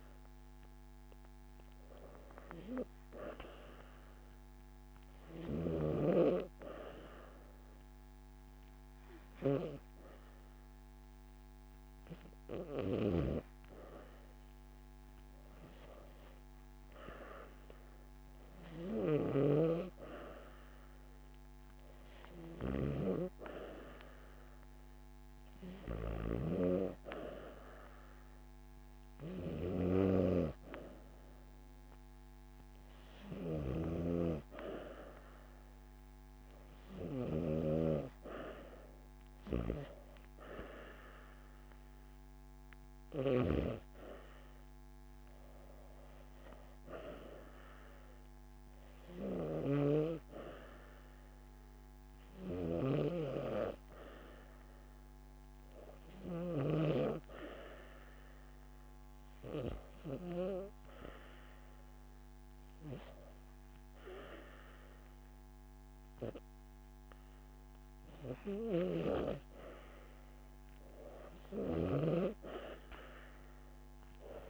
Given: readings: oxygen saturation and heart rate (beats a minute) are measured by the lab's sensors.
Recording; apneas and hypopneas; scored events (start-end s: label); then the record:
breathing in sleep by a microphone on the trachea; 2
4.50-17.00 s: hypopnea (oxygen 94% before, 90% lowest)
19.50-23.00 s: arousal
25.00-38.00 s: oxygen desaturation (device-marked, oxygen 93% before, 90% lowest)
48.50-61.50 s: hypopnea (oxygen 93% before, 89% lowest)
60.00-62.00 s: long interval between heartbeats (device-marked)
64.50-68.50 s: arousal
73.00-74.50 s: oxygen desaturation (device-marked, oxygen 92% before, 89% lowest)
From the record:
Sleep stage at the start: N2 (light sleep); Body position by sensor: on the back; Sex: female